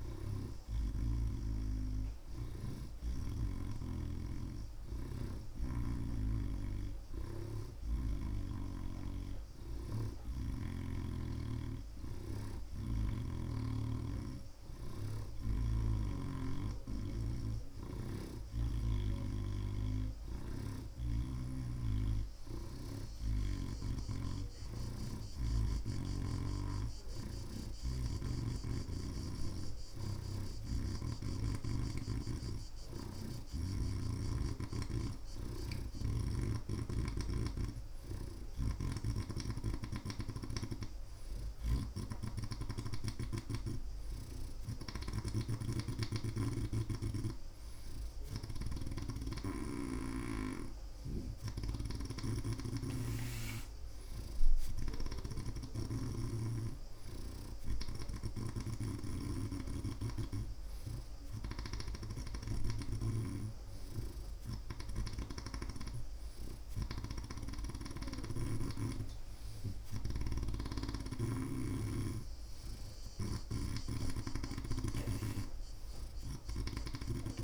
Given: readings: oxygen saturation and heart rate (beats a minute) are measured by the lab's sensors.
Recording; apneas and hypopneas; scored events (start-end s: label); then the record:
breathing in sleep by a room microphone; none
0.00-1.50 s: snoring (device-marked)
6.00-11.00 s: snoring (device-marked)
20.50-24.00 s: snoring (device-marked)
38.50-43.00 s: snoring (device-marked)
45.00-56.50 s: snoring (device-marked)
58.50-68.00 s: snoring (device-marked)
70.00-77.44 s: snoring (device-marked)
From the record:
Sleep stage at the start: REM sleep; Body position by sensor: on the right side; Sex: male